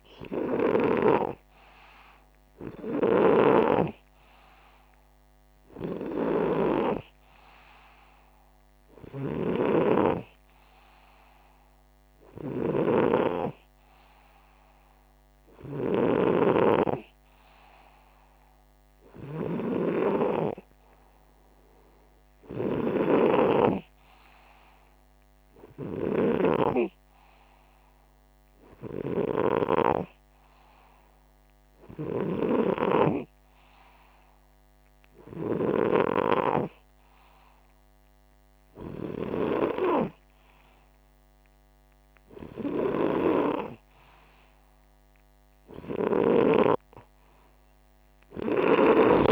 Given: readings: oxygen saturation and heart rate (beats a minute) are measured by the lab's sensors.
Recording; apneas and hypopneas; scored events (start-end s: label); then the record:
breathing in sleep by a microphone on the trachea; 1
6.00-9.00 s: oxygen desaturation (device-marked, oxygen 94% before, 91% lowest, heart rate 84 before, 65 extreme)
11.00-29.50 s: hypopnea (oxygen 95% before, 92% lowest, heart rate 83 before, 63 extreme, up 1 after)
12.00-19.50 s: snoring (device-marked)
25.50-32.00 s: snoring (device-marked)
32.00-36.00 s: arousal
From the record:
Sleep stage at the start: N2 (light sleep); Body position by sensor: upright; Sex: male